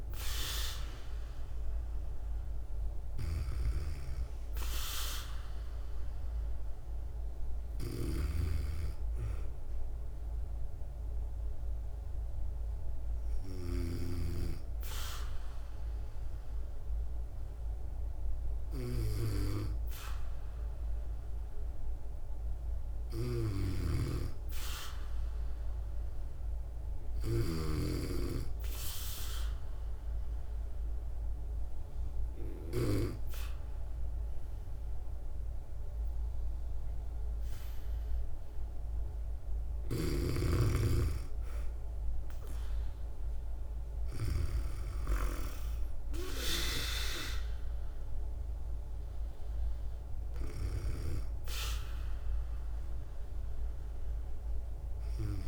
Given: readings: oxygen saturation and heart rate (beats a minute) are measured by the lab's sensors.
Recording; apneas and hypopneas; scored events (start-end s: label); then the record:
breathing in sleep by a room microphone; 1
7.50-13.50 s: snoring (device-marked)
22.50-32.50 s: snoring (device-marked)
28.00-39.00 s: obstructive apnea (oxygen 98% before, 93% lowest, heart rate 59 before, 56 extreme, up 10 after)
41.00-44.50 s: arousal
48.00-55.48 s: oxygen desaturation (device-marked, oxygen 96% before, 93% lowest, heart rate 64 before, 57 extreme)
From the record:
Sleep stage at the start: N2 (light sleep); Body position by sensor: on the back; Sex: female